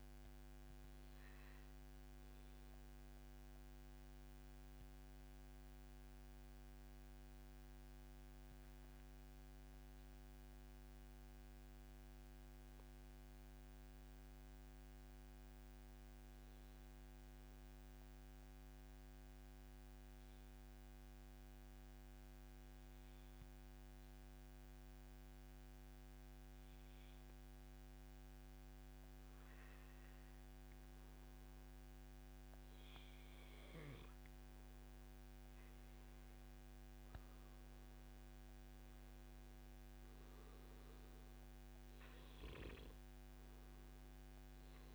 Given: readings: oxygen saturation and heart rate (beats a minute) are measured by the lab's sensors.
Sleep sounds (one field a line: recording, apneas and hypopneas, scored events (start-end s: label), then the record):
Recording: breathing in sleep, hard to hear, by a microphone on the trachea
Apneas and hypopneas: 1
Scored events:
0.00-14.50 s: oxygen desaturation (device-marked, oxygen 91% lowest, heart rate 142 extreme)
1.50-30.00 s: mixed apnea (oxygen 97% before, 92% lowest, heart rate 143 before, 142 extreme, up 0 after)
33.00-37.50 s: arousal
37.50-44.95 s: oxygen desaturation (device-marked, oxygen 97% before, 93% lowest, heart rate 144 before, 114 extreme)
From the record:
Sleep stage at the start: N2 (light sleep)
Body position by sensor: on the back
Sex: male